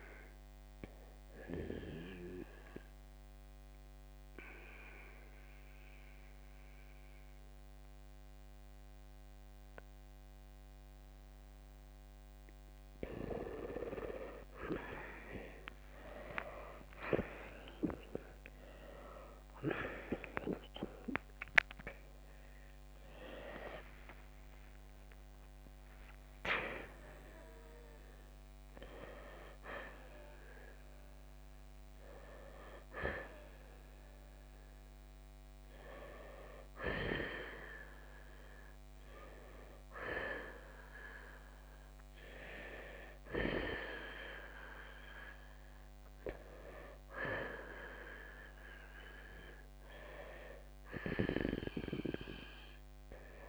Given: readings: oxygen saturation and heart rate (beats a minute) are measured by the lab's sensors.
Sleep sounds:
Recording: breathing in sleep by a microphone on the trachea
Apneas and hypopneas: 1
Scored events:
1.50-13.50 s: mixed apnea (oxygen 91% before, 86% lowest, heart rate 66 before, 56 extreme, up 17 after)
13.50-29.50 s: oxygen desaturation (device-marked, oxygen 92% before, 87% lowest, heart rate 67 before, 57 extreme)
16.00-20.00 s: arousal
27.00-32.00 s: arousal
45.50-53.49 s: oxygen desaturation (device-marked, oxygen 92% before, 86% lowest, heart rate 76 before, 54 extreme)
From the record:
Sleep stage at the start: N2 (light sleep)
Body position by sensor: on the right side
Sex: male

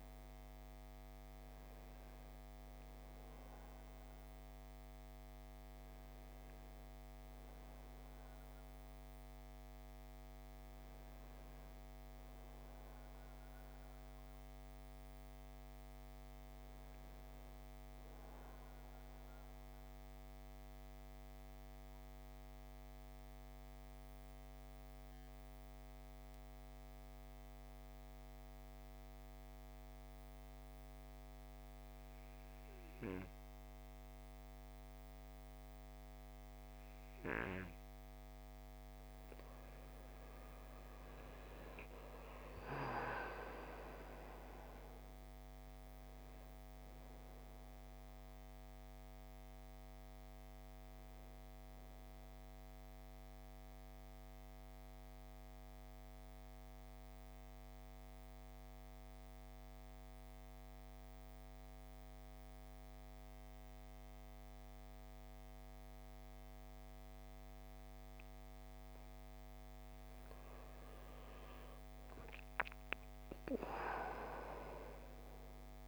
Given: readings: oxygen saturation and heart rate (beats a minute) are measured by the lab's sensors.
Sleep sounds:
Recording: breathing in sleep by a microphone on the trachea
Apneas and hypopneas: 2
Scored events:
0.00-14.00 s: oxygen desaturation (device-marked, oxygen 85% lowest, heart rate 52 extreme)
19.50-37.50 s: mixed apnea (oxygen 98% before, 88% lowest, heart rate 59 before, 51 extreme, up 13 after)
38.00-42.50 s: arousal
39.00-70.00 s: oxygen desaturation (device-marked, oxygen 97% before, 88% lowest, heart rate 54 before, 50 extreme)
52.50-68.50 s: central apnea (oxygen 97% before, 88% lowest, heart rate 59 before, 50 extreme, up 14 after)
70.00-74.50 s: arousal
From the record:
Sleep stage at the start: N2 (light sleep)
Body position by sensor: on the back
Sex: male

